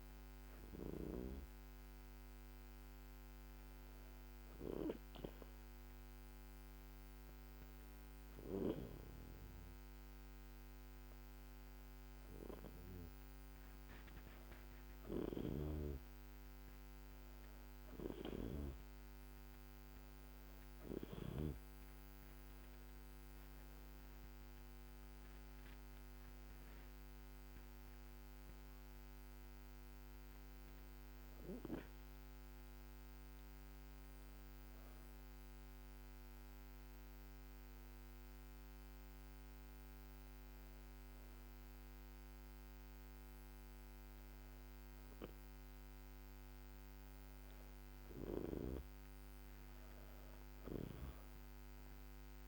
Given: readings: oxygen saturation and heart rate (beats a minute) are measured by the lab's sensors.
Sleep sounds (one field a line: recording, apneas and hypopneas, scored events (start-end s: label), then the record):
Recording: breathing in sleep by a microphone on the trachea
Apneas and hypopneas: 2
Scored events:
1.00-12.00 s: hypopnea (oxygen 97% before, 95% lowest, heart rate 83 before, 72 extreme, up 16 after)
14.00-17.00 s: arousal
33.00-46.00 s: hypopnea (oxygen 97% before, 95% lowest, heart rate 86 before, 72 extreme, up 4 after)
48.00-51.50 s: arousal
From the record:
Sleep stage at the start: N2 (light sleep)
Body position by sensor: on the back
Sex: female